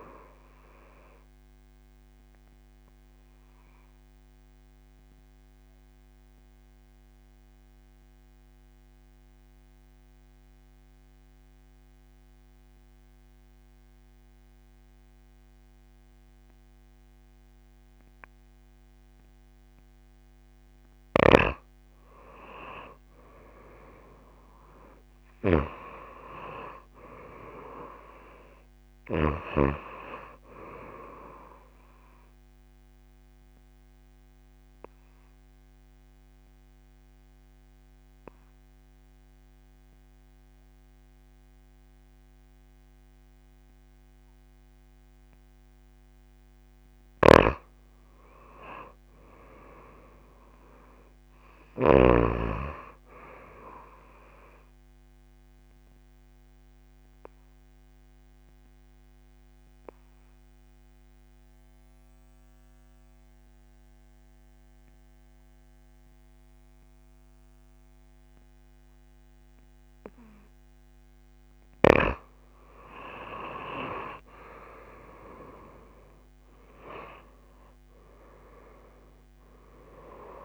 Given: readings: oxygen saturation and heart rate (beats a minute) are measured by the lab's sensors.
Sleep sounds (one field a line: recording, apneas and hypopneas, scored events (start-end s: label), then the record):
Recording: breathing in sleep by a microphone on the trachea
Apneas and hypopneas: 3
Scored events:
0.00-21.50 s: oxygen desaturation (device-marked, oxygen 89% lowest)
3.00-19.00 s: obstructive apnea (oxygen 97% before, 89% lowest)
22.50-26.50 s: arousal
29.50-48.50 s: oxygen desaturation (device-marked, oxygen 97% before, 90% lowest)
32.50-46.00 s: obstructive apnea (oxygen 97% before, 90% lowest)
49.00-52.50 s: arousal
55.50-70.50 s: obstructive apnea (oxygen 97% before, 91% lowest)
74.50-78.50 s: arousal
76.50-80.45 s: oxygen desaturation (device-marked, oxygen 96% before, 91% lowest)
From the record:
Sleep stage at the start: N2 (light sleep)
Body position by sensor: on the back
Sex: female